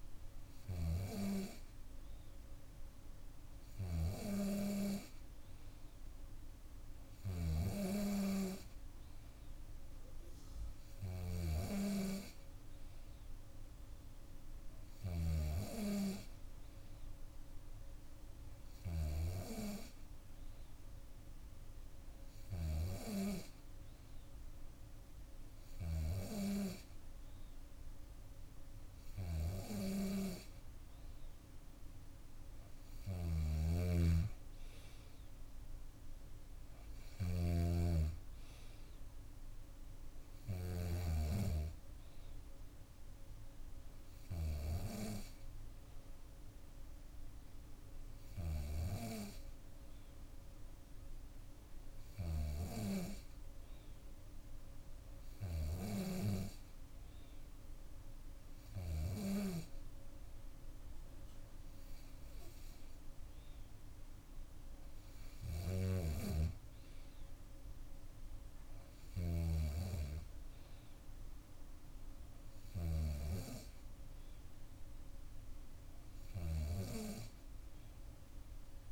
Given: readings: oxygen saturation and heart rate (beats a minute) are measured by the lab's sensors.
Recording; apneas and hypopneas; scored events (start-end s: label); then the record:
breathing in sleep by a room microphone; none
33.00-37.50 s: snoring (device-marked)
38.00-42.00 s: arousal
From the record:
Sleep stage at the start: N2 (light sleep); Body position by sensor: on the back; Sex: female